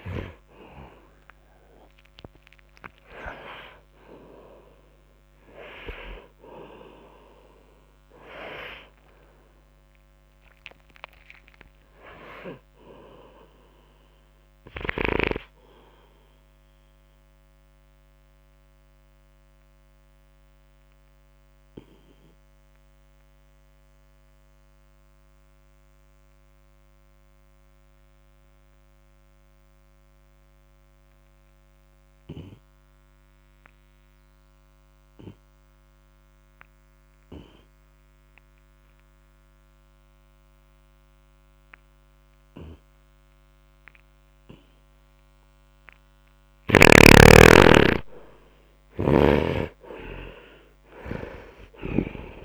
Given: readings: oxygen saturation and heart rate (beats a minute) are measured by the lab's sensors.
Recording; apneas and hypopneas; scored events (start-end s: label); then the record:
breathing in sleep by a microphone on the trachea; 1
2.50-32.50 s: oxygen desaturation (device-marked, oxygen 90% before, 76% lowest, heart rate 60 before, 53 extreme)
16.50-45.50 s: obstructive apnea (oxygen 91% before, 73% lowest, heart rate 75 before, 53 extreme, up 2 after)
48.00-52.00 s: arousal
From the record:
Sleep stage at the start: N2 (light sleep); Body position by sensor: on the right side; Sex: male